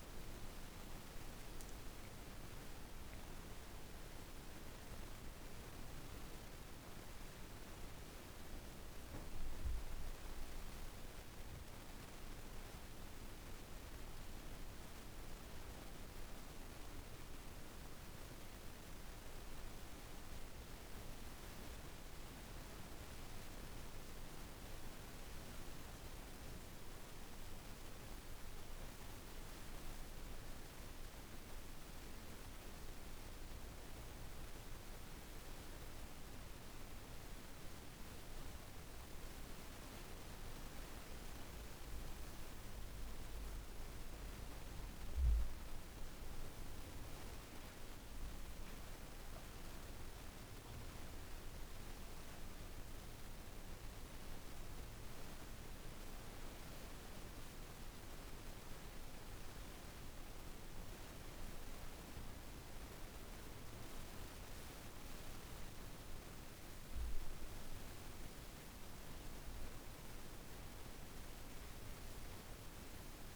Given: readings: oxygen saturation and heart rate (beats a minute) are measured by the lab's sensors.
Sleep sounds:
breathing in sleep, hard to hear, by a room microphone; none
none scored
From the record:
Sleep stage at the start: N2 (light sleep); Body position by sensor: on the back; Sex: female

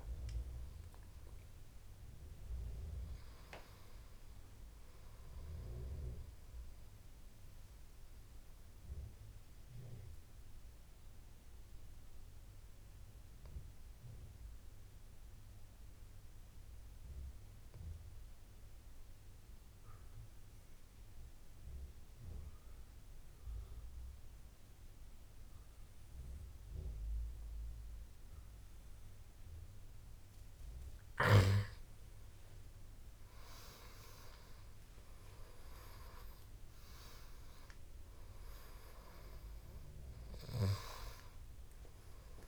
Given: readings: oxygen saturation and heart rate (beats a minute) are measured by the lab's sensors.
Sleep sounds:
breathing in sleep by a room microphone; 1
0.00-19.00 s: oxygen desaturation (device-marked, oxygen 87% lowest, heart rate 70 extreme)
8.00-30.00 s: obstructive apnea (oxygen 99% before, 87% lowest, heart rate 82 before, 71 extreme, up 10 after)
32.00-35.50 s: arousal
33.00-42.47 s: oxygen desaturation (device-marked, oxygen 99% before, 88% lowest, heart rate 73 before, 68 extreme)
From the record:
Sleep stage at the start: N2 (light sleep); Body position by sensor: on the right side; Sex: male

